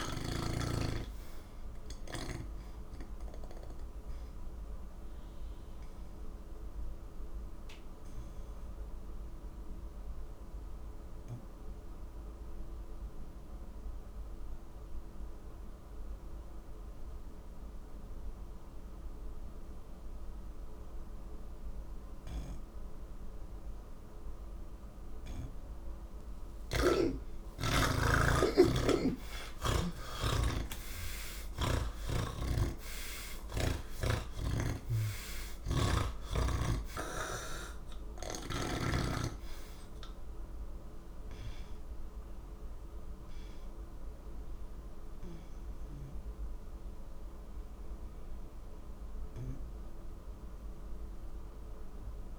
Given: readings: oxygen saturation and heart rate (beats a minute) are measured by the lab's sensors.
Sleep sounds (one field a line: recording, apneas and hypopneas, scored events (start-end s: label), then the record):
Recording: breathing in sleep by a room microphone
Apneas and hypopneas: none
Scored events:
8.00-21.00 s: oxygen desaturation (device-marked, oxygen 95% before, 87% lowest, heart rate 78 before, 69 extreme)
27.00-34.00 s: oxygen desaturation (device-marked, oxygen 99% before, 92% lowest, heart rate 71 before, 73 extreme)
From the record:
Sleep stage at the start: N2 (light sleep)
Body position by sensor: on the back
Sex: male